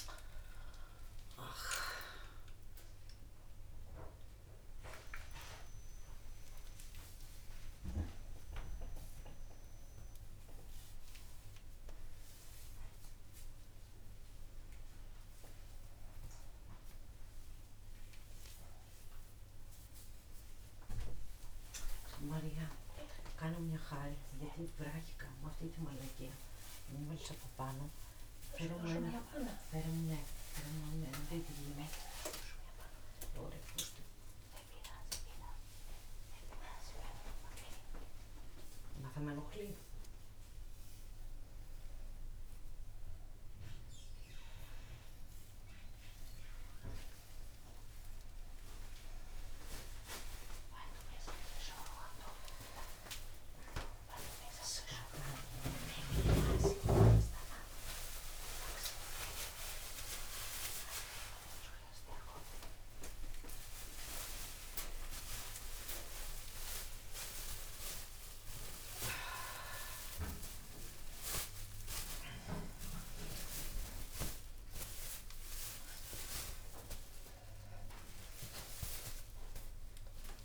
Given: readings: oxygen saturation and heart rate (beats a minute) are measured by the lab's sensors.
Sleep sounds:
a person awake in a sleep study, by a room microphone; none
none scored
From the record:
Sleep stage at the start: awake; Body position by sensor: upright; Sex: female

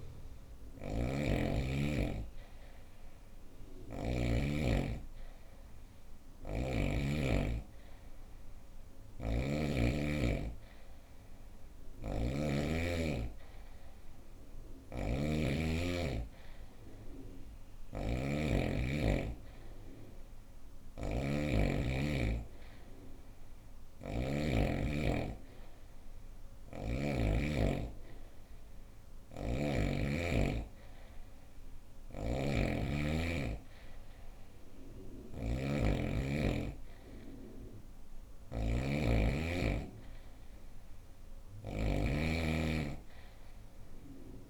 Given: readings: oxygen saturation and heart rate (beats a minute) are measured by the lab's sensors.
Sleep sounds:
breathing in sleep by a room microphone; none
0.00-3.50 s: snoring (device-marked)
8.00-26.50 s: snoring (device-marked)
28.50-44.50 s: snoring (device-marked)
From the record:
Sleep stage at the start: N2 (light sleep); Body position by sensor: on the right side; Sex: female

